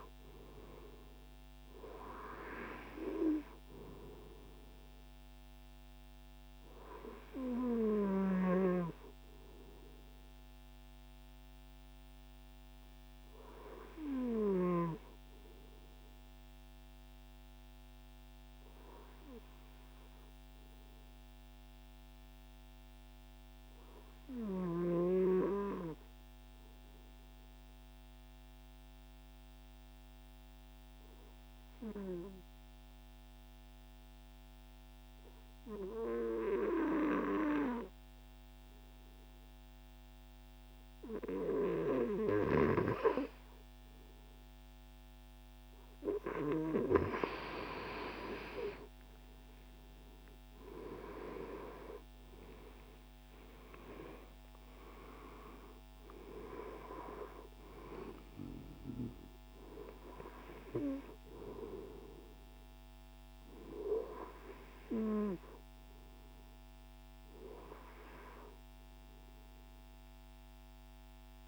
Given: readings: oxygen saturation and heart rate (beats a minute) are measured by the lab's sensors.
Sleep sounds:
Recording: breathing in sleep by a microphone on the trachea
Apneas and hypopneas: 1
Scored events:
10.50-46.50 s: obstructive apnea (oxygen 97% before, 94% lowest, heart rate 115 before, 72 extreme)
49.50-55.50 s: arousal
From the record:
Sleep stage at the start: N2 (light sleep)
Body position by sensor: on the right side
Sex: male

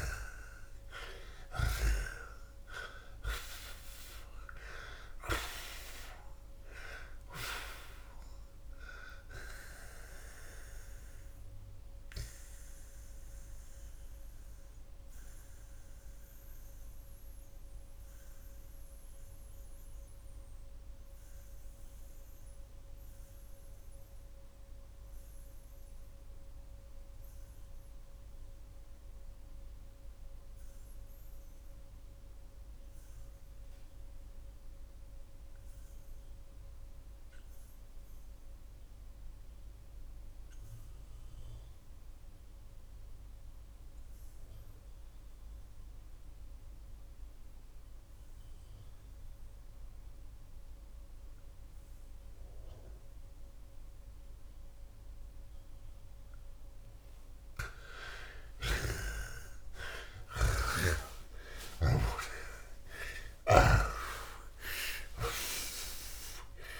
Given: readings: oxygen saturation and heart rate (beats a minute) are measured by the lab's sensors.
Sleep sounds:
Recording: breathing in sleep by a room microphone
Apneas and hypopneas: 1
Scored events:
0.00-2.50 s: arousal
0.00-7.50 s: oxygen desaturation (device-marked, oxygen 81% lowest)
9.50-28.50 s: oxygen desaturation (device-marked, oxygen 83% before, 76% lowest)
12.50-56.50 s: mixed apnea (oxygen 85% before, 71% lowest)
35.50-41.50 s: oxygen desaturation (device-marked, oxygen 93% before, 88% lowest)
47.50-51.50 s: oxygen desaturation (device-marked, oxygen 89% before, 82% lowest)
60.00-63.50 s: snoring (device-marked)
61.00-65.00 s: arousal
From the record:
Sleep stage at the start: REM sleep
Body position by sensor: on the back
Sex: male

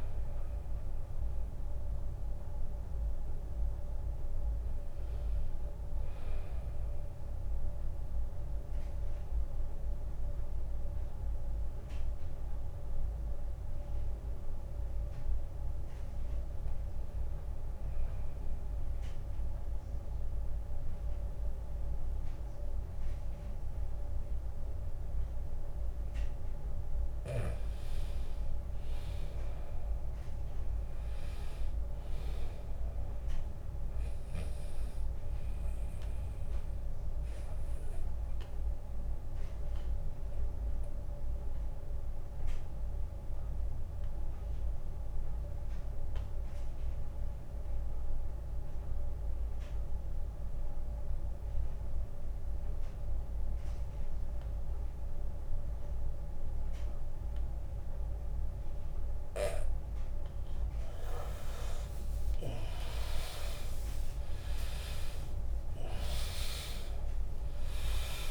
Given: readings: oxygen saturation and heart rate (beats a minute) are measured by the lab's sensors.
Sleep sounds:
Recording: breathing in sleep by a room microphone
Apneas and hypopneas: 2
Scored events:
0.00-9.00 s: oxygen desaturation (device-marked, oxygen 84% lowest, heart rate 69 extreme)
13.00-16.50 s: arousal
16.50-18.50 s: long interval between heartbeats (device-marked, heart rate 81 before, 69 extreme)
17.50-27.50 s: mixed apnea (oxygen 100% before, 86% lowest, heart rate 81 before, 68 extreme, up 14 after)
29.50-33.00 s: arousal
30.00-50.00 s: oxygen desaturation (device-marked, oxygen 100% before, 92% lowest, heart rate 74 before, 68 extreme)
37.50-58.00 s: obstructive apnea (oxygen 100% before, 86% lowest, heart rate 75 before, 69 extreme, up 16 after)
61.00-66.50 s: arousal
61.00-68.31 s: oxygen desaturation (device-marked, oxygen 98% before, 86% lowest, heart rate 74 before, 73 extreme)
64.00-68.31 s: drop in pulse transit time (device-marked, heart rate 76 before, 80 extreme)
From the record:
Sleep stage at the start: N2 (light sleep)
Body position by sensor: on the back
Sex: male

